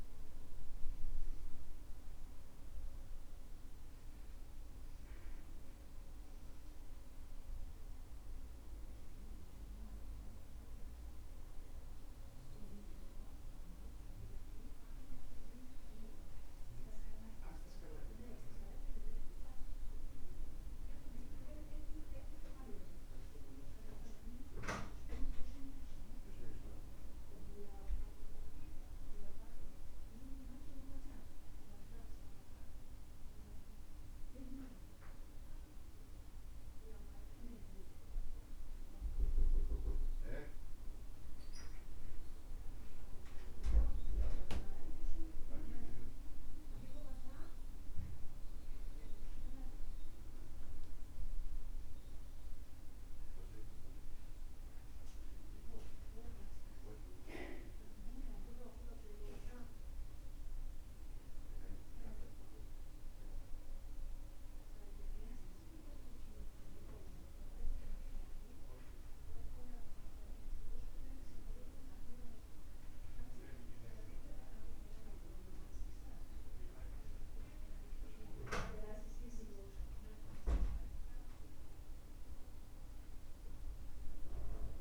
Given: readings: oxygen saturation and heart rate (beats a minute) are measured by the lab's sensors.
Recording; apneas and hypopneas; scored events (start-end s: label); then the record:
breathing in sleep by a room microphone; none
0.00-14.50 s: oxygen desaturation (device-marked, oxygen 87% lowest, heart rate 64 extreme)
36.50-84.81 s: new sleep stage, N2 (light sleep)
From the record:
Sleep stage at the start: N1 (lightest sleep); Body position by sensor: on the back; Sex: male